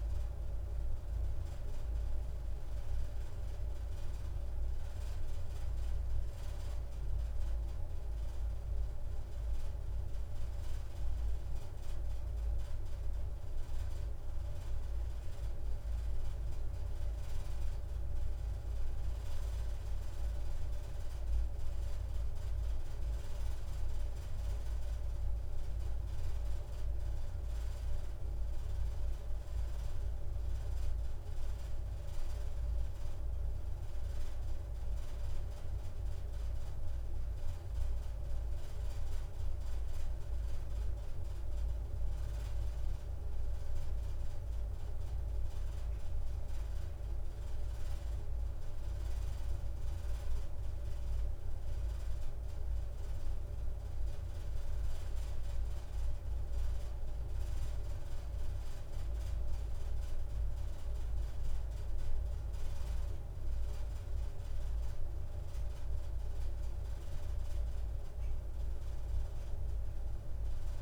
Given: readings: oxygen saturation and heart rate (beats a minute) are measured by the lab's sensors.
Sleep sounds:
breathing in sleep, hard to hear, by a room microphone; none
none scored
From the record:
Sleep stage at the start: N2 (light sleep); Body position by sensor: upright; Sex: female

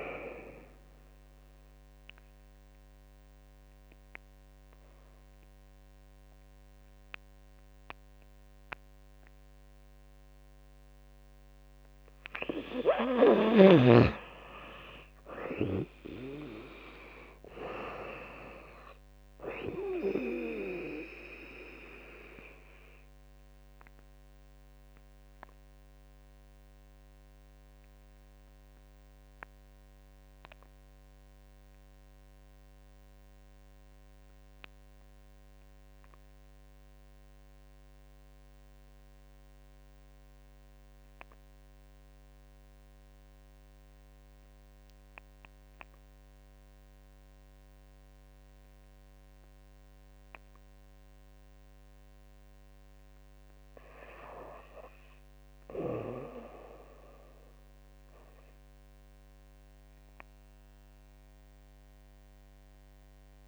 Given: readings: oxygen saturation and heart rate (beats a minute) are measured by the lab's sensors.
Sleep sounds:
breathing in sleep by a microphone on the trachea; 2
2.00-13.00 s: obstructive apnea (oxygen 99% before, 87% lowest, heart rate 81 before, 76 extreme, up 9 after)
14.50-17.50 s: arousal
17.50-28.50 s: drop in pulse transit time (device-marked, heart rate 84 before, 79 extreme)
19.50-34.50 s: oxygen desaturation (device-marked, oxygen 97% before, 91% lowest, heart rate 84 before, 75 extreme)
21.50-51.00 s: obstructive apnea (oxygen 99% before, 86% lowest, heart rate 85 before, 75 extreme, up 3 after)
47.50-63.47 s: oxygen desaturation (device-marked, oxygen 98% before, 86% lowest, heart rate 77 before, 74 extreme)
54.00-58.00 s: arousal
From the record:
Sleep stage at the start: N2 (light sleep); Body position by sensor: on the back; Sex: female

